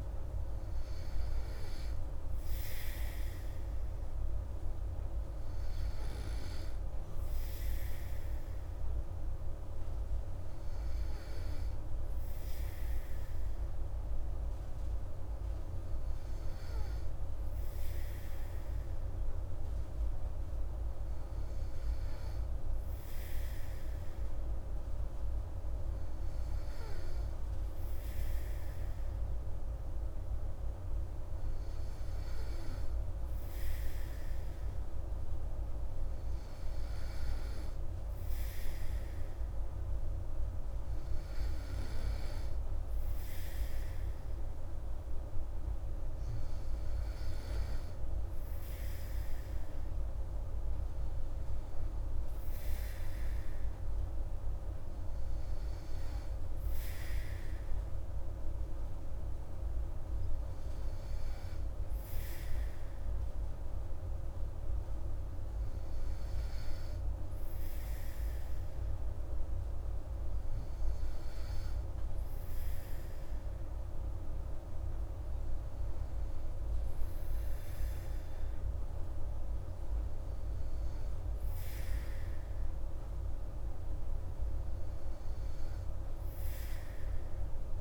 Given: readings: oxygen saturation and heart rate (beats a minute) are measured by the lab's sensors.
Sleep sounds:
breathing in sleep, hard to hear, by a room microphone; none
none scored
From the record:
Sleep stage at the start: N2 (light sleep); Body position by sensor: on the back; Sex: female

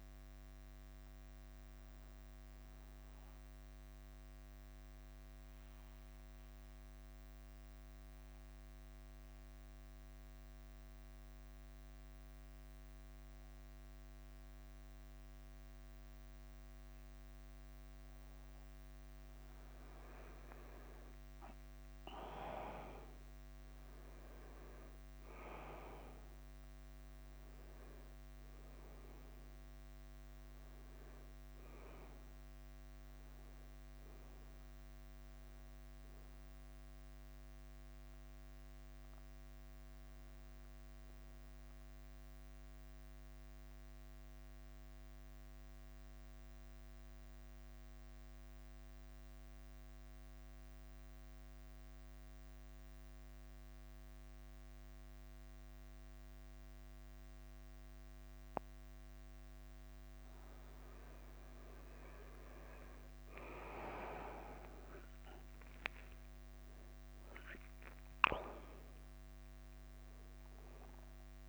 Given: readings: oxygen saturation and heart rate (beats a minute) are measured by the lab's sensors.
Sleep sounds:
breathing in sleep by a microphone on the trachea; 2
0.00-71.49 s: bradycardia (device-marked, heart rate 48 extreme)
3.00-18.00 s: obstructive apnea (oxygen 98% before, 93% lowest, heart rate 52 before, 49 extreme, up 5 after)
20.50-25.50 s: arousal
43.00-58.50 s: mixed apnea (oxygen 97% before, 93% lowest, heart rate 54 before, 49 extreme, up 6 after)
62.50-67.50 s: arousal
From the record:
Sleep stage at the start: N2 (light sleep); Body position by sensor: on the back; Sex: male

